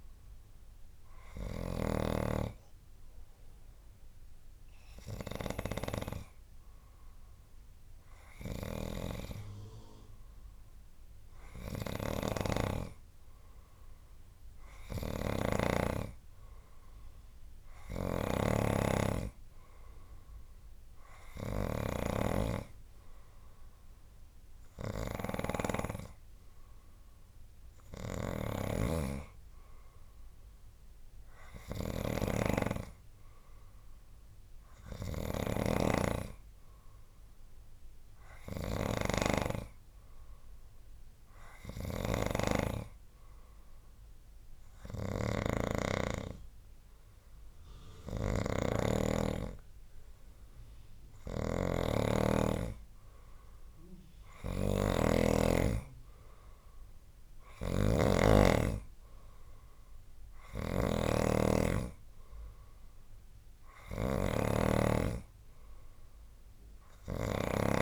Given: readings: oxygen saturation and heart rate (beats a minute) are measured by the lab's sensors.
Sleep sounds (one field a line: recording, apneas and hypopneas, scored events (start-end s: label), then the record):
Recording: breathing in sleep by a room microphone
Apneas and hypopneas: none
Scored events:
0.00-6.00 s: snoring (device-marked)
12.00-39.50 s: snoring (device-marked)
41.50-49.00 s: snoring (device-marked)
51.00-67.82 s: snoring (device-marked)
From the record:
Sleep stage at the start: N2 (light sleep)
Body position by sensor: on the right side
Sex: male